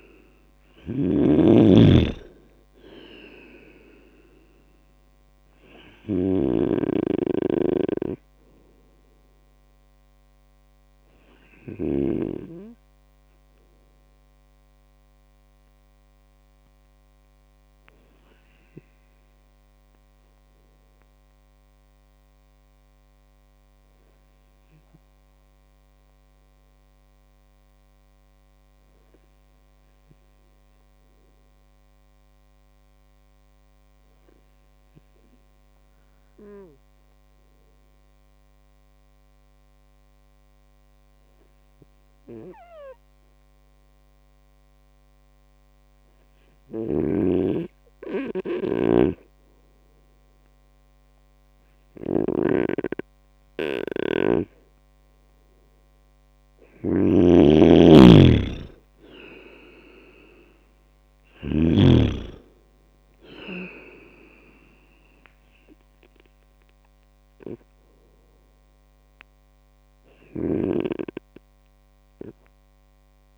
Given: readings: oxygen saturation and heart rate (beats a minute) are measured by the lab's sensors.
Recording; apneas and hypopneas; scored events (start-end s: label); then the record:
breathing in sleep by a microphone on the trachea; 1
0.00-11.50 s: snoring (device-marked)
16.00-46.50 s: obstructive apnea (oxygen 100% before, 96% lowest, heart rate 60 before, 59 extreme, up 3 after)
46.00-61.00 s: snoring (device-marked)
55.50-66.50 s: oxygen desaturation (device-marked, oxygen 100% before, 96% lowest, heart rate 66 before, 57 extreme)
57.00-62.00 s: arousal
69.50-73.38 s: snoring (device-marked)
From the record:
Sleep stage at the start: N2 (light sleep); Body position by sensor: on the right side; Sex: male